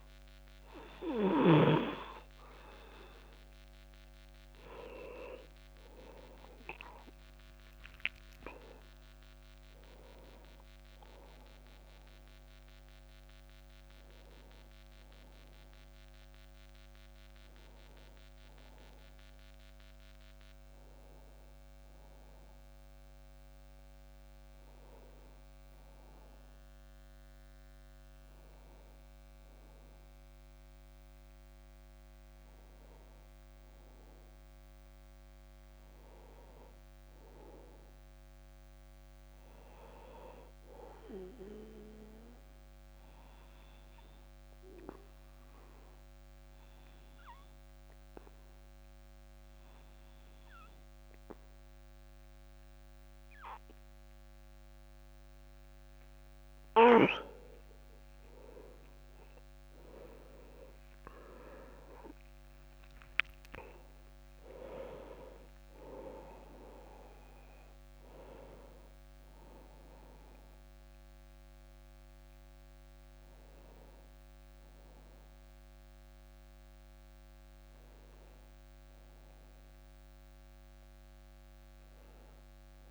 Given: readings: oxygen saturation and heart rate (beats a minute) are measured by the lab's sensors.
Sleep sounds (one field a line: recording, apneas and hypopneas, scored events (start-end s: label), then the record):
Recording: breathing in sleep by a microphone on the trachea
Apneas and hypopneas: 1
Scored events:
0.00-1.00 s: arousal
0.00-1.50 s: snoring (device-marked)
33.50-36.50 s: arousal
42.50-57.50 s: obstructive apnea (oxygen 98% before, 92% lowest)
59.00-62.50 s: arousal
63.00-82.91 s: oxygen desaturation (device-marked, oxygen 97% before, 92% lowest)
From the record:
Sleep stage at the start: N2 (light sleep)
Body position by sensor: on the back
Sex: male